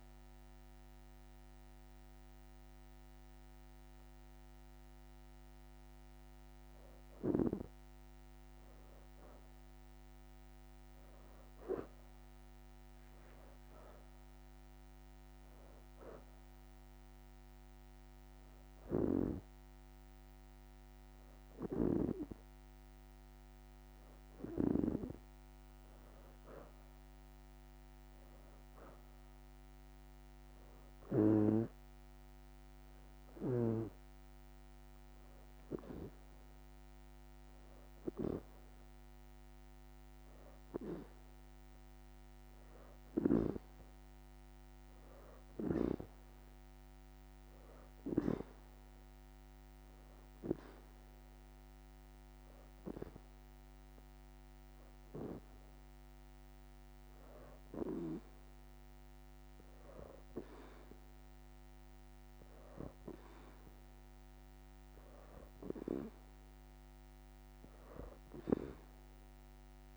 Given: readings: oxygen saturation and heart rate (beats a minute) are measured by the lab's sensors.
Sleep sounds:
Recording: breathing in sleep by a microphone on the trachea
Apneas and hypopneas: 2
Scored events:
0.00-1.00 s: leg movement (device-marked)
0.00-18.50 s: oxygen desaturation (device-marked, oxygen 85% lowest, heart rate 77 extreme)
14.00-16.00 s: leg movement (device-marked)
15.00-26.00 s: hypopnea (oxygen 89% before, 87% lowest, heart rate 84 before, 77 extreme, up 8 after)
20.50-28.50 s: oxygen desaturation (device-marked, oxygen 95% before, 90% lowest, heart rate 82 before, 79 extreme)
26.50-28.00 s: leg movement (device-marked)
28.50-33.00 s: arousal
34.50-43.50 s: oxygen desaturation (device-marked, oxygen 94% before, 88% lowest, heart rate 82 before, 81 extreme)
49.00-59.00 s: hypopnea (oxygen 95% before, 86% lowest, heart rate 84 before, 81 extreme, up 1 after)
52.50-62.50 s: oxygen desaturation (device-marked, oxygen 93% before, 89% lowest, heart rate 84 before, 81 extreme)
61.50-65.50 s: arousal
64.50-69.97 s: oxygen desaturation (device-marked, oxygen 92% before, 87% lowest, heart rate 84 before, 82 extreme)
67.50-69.97 s: leg movement (device-marked)
From the record:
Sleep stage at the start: N2 (light sleep)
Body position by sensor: on the back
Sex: female

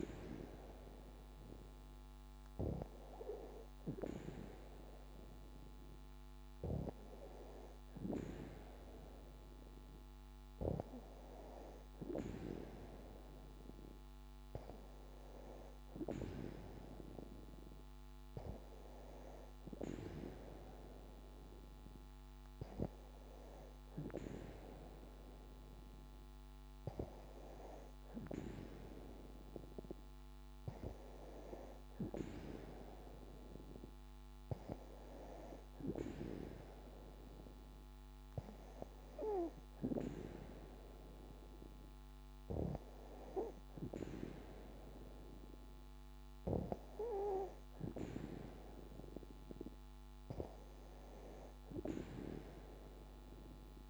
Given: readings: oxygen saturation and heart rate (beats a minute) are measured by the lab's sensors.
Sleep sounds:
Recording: breathing in sleep by a microphone on the trachea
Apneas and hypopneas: none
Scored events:
36.00-40.00 s: arousal
From the record:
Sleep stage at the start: N2 (light sleep)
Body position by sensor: on the back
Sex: female

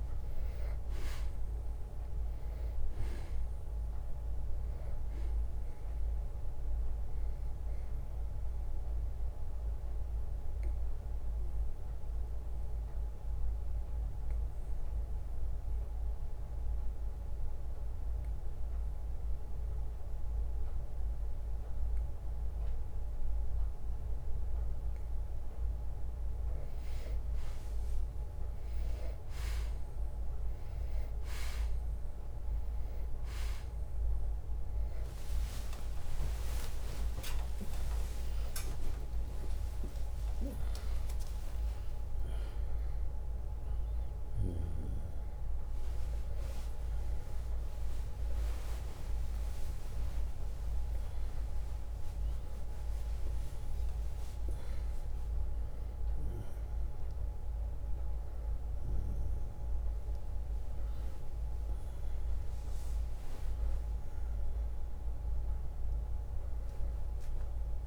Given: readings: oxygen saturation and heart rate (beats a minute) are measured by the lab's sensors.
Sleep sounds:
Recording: a person partly awake in a sleep study, by a room microphone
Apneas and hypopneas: 1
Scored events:
0.00-9.50 s: drop in pulse transit time (device-marked, heart rate 58 extreme)
5.50-8.50 s: bradycardia (device-marked, heart rate 65 before, 60 extreme)
9.00-26.00 s: obstructive apnea (oxygen 98% before, 92% lowest, heart rate 62 before, 58 extreme, up 8 after)
10.50-24.50 s: bradycardia (device-marked, heart rate 65 before, 57 extreme)
29.50 s: drop in pulse transit time (device-marked)
31.50-41.50 s: oxygen desaturation (device-marked, oxygen 98% before, 93% lowest, heart rate 59 before, 64 extreme)
31.50-48.50 s: drop in pulse transit time (device-marked, heart rate 59 before, 64 extreme)
33.50-41.50 s: tachycardia (device-marked, heart rate 64 before, 156 extreme)
35.00-37.00 s: long interval between heartbeats (device-marked, heart rate 60 before, 78 extreme)
38.00-40.00 s: long interval between heartbeats (device-marked, heart rate 65 before, 120 extreme)
40.50-67.87 s: new sleep stage, awake
41.00-43.00 s: long interval between heartbeats (device-marked, heart rate 76 before, 137 extreme)
43.00-45.00 s: long interval between heartbeats (device-marked, heart rate 85 before, 126 extreme)
43.50-63.50 s: oxygen desaturation (device-marked, oxygen 95% before, 92% lowest, heart rate 88 before, 64 extreme)
47.50-49.50 s: tachycardia (device-marked, heart rate 66 before, 80 extreme)
49.00-51.00 s: long interval between heartbeats (device-marked, heart rate 95 before, 80 extreme)
From the record:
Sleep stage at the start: N2 (light sleep)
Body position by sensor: on the back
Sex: male

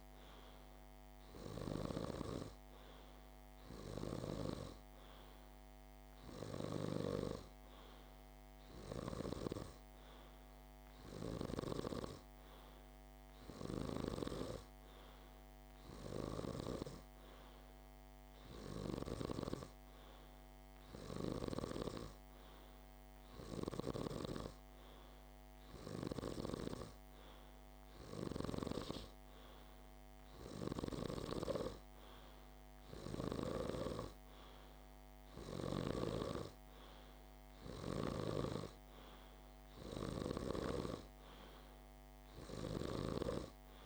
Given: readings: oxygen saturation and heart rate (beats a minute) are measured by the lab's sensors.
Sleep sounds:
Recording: breathing in sleep by a microphone on the trachea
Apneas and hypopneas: none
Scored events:
none scored
From the record:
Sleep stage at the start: N2 (light sleep)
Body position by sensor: on the back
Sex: male

